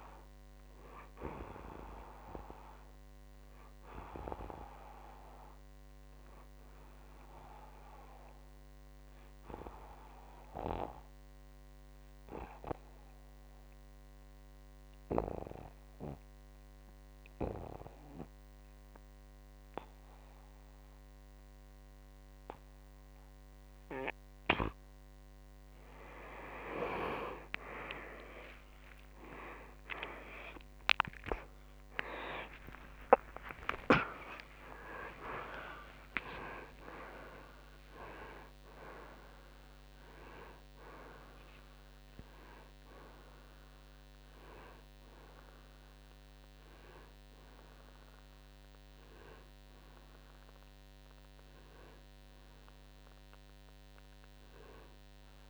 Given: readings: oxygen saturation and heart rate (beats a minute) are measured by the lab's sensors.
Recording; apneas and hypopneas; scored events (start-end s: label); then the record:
breathing in sleep by a microphone on the trachea; 1
0.00-11.50 s: oxygen desaturation (device-marked, oxygen 92% lowest, heart rate 56 extreme)
8.50-25.00 s: obstructive apnea (oxygen 96% before, 91% lowest, heart rate 62 before, 56 extreme)
29.50-36.00 s: arousal
34.50-48.50 s: oxygen desaturation (device-marked, oxygen 96% before, 92% lowest, heart rate 70 before, 56 extreme)
37.50-55.50 s: new sleep stage, N1 (lightest sleep)
From the record:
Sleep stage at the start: N2 (light sleep); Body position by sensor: on the back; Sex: male